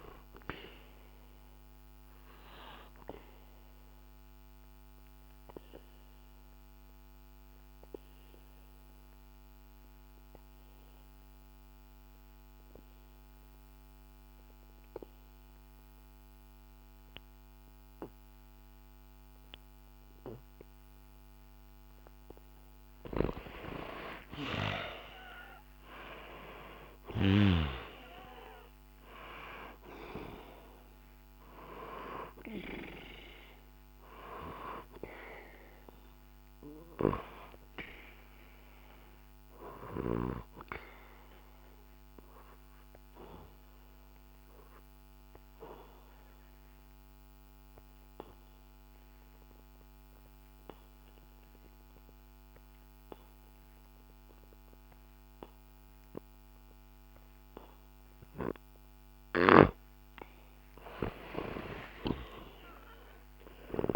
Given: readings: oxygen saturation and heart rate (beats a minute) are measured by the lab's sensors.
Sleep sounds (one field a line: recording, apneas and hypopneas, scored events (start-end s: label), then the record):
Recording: breathing in sleep by a microphone on the trachea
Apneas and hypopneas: 2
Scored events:
1.00-22.00 s: obstructive apnea (oxygen 98% before, 90% lowest, heart rate 66 before, 64 extreme, up 2 after)
4.00-18.00 s: oxygen desaturation (device-marked, oxygen 98% before, 92% lowest, heart rate 66 before, 64 extreme)
24.00-29.00 s: arousal
29.00-49.00 s: oxygen desaturation (device-marked, oxygen 98% before, 90% lowest, heart rate 66 before, 63 extreme)
38.00-59.00 s: obstructive apnea (oxygen 98% before, 90% lowest, heart rate 65 before, 63 extreme, up 1 after)
60.50-63.96 s: arousal
From the record:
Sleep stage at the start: N2 (light sleep)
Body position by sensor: on the back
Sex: male